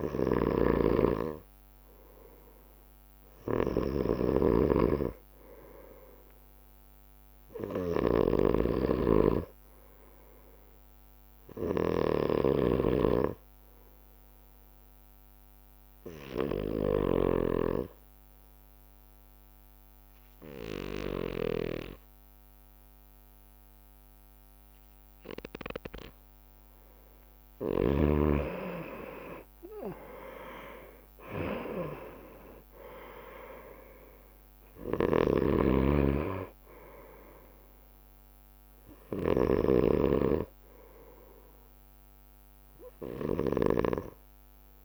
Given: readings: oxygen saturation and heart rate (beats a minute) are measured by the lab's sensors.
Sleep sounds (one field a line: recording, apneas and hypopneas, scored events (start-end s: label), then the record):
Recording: breathing in sleep by a microphone on the trachea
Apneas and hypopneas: 1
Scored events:
0.00-1.00 s: arousal
0.00-18.00 s: snoring (device-marked)
12.50-26.00 s: obstructive apnea (oxygen 98% before, 93% lowest)
27.50-31.50 s: arousal
28.50-44.85 s: oxygen desaturation (device-marked, oxygen 97% before, 93% lowest)
35.00-44.00 s: snoring (device-marked)
From the record:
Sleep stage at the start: N2 (light sleep)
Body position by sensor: on the right side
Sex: male